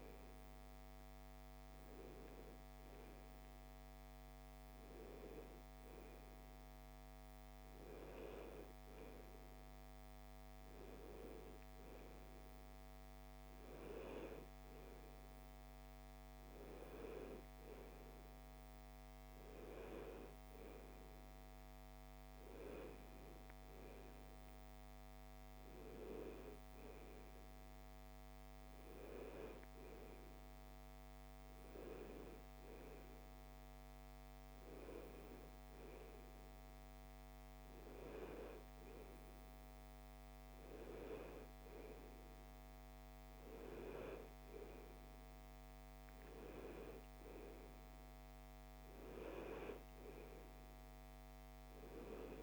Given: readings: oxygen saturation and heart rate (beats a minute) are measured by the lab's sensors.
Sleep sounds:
breathing in sleep by a microphone on the trachea; none
none scored
From the record:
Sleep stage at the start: N2 (light sleep); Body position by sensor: on the right side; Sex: female

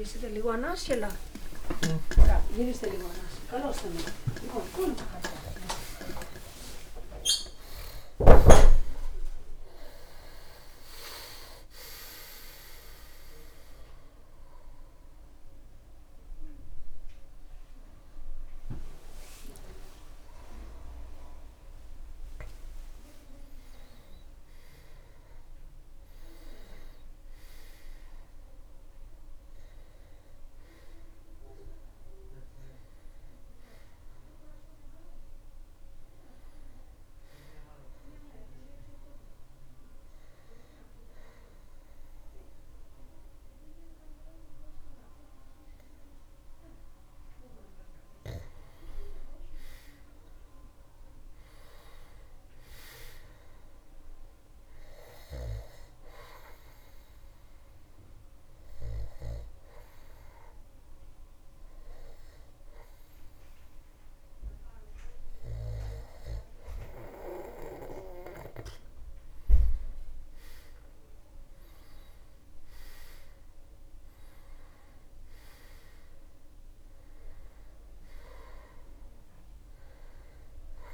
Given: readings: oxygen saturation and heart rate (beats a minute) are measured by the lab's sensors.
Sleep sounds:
a person partly awake in a sleep study, by a room microphone; 2
20.00-50.00 s: new sleep stage, N1 (lightest sleep)
37.00-48.50 s: hypopnea (oxygen 100% before, 97% lowest)
50.00-54.00 s: arousal
50.00-80.94 s: new sleep stage, N2 (light sleep)
56.50-67.50 s: hypopnea (oxygen 100% before, 97% lowest)
70.00-74.00 s: arousal
From the record:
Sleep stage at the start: awake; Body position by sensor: on the back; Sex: male

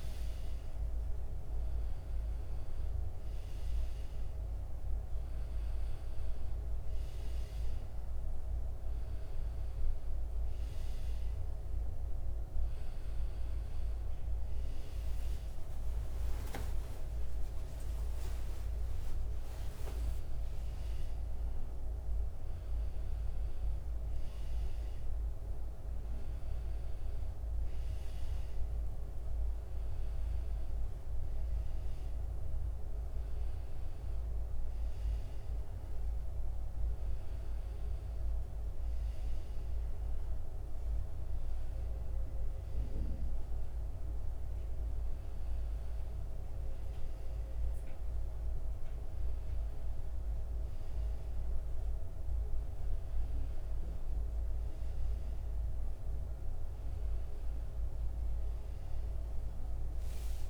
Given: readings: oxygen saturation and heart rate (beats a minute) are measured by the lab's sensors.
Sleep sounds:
breathing in sleep, hard to hear, by a room microphone; none
0.00-4.00 s: oxygen desaturation (device-marked, oxygen 90% lowest, heart rate 87 extreme)
54.00-60.50 s: new sleep stage, awake
From the record:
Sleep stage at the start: N1 (lightest sleep); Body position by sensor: on the back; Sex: male

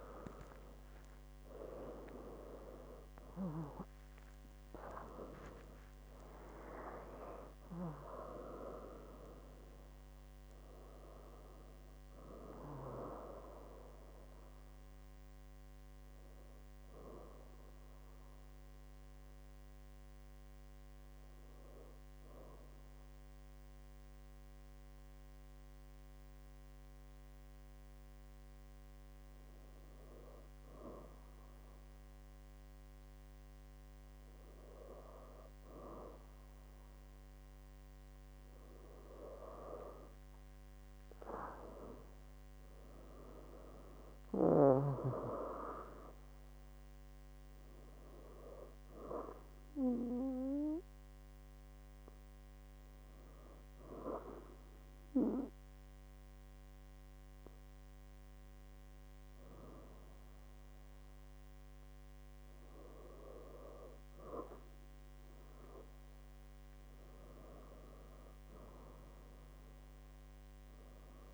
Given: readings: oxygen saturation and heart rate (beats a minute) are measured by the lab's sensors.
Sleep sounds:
breathing in sleep by a microphone on the trachea; 1
0.00-5.00 s: arousal
21.50-35.00 s: hypopnea (oxygen 98% before, 96% lowest, heart rate 84 before, 65 extreme, up 14 after)
40.00-45.00 s: arousal
66.00-70.00 s: arousal
From the record:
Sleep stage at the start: N2 (light sleep); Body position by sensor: on the back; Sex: female

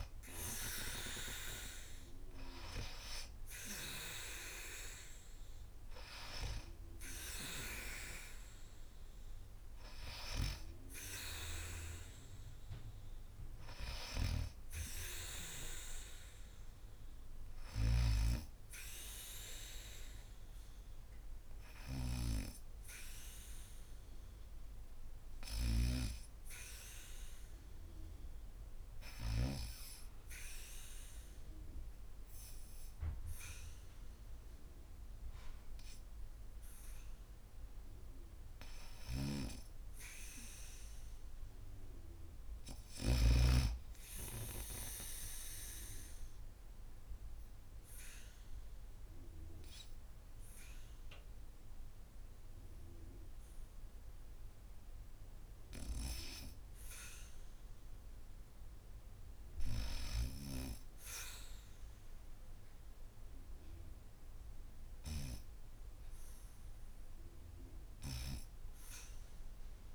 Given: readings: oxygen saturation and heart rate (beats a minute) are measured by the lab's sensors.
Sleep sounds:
breathing in sleep by a room microphone; 2
0.00-4.50 s: arousal
6.50-20.50 s: oxygen desaturation (device-marked, oxygen 94% before, 91% lowest, heart rate 77 before, 77 extreme)
13.50-17.50 s: snoring (device-marked)
21.50-25.00 s: arousal
25.00-29.00 s: snoring (device-marked)
29.00-39.00 s: obstructive apnea (oxygen 99% before, 89% lowest, heart rate 83 before, 73 extreme, up 2 after)
38.50-43.00 s: snoring (device-marked)
40.50-42.50 s: arousal
44.50-55.50 s: obstructive apnea (oxygen 99% before, 89% lowest, heart rate 79 before, 72 extreme)
54.50-67.50 s: oxygen desaturation (device-marked, oxygen 98% before, 94% lowest, heart rate 79 before, 72 extreme)
57.50-60.50 s: arousal
From the record:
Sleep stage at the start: N2 (light sleep); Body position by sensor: on the back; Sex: female

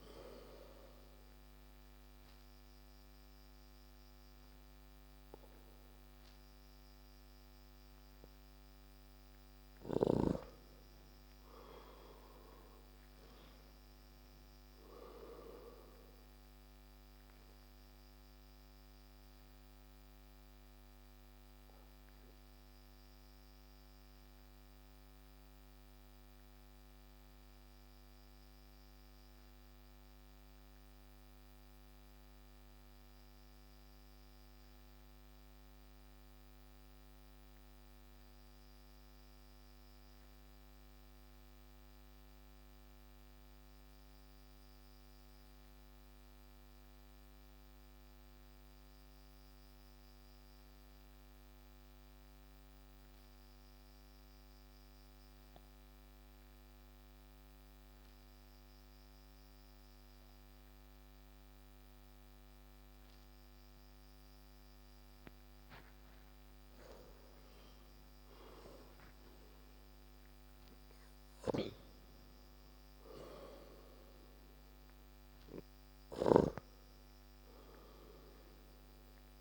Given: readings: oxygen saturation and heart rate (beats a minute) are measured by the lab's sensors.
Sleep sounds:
breathing in sleep by a microphone on the trachea; 1
0.00-3.50 s: arousal
0.00-11.00 s: oxygen desaturation (device-marked, oxygen 92% lowest)
17.50-65.50 s: obstructive apnea (oxygen 96% before, 90% lowest)
67.00-70.50 s: arousal
From the record:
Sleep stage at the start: N2 (light sleep); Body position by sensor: on the back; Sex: male

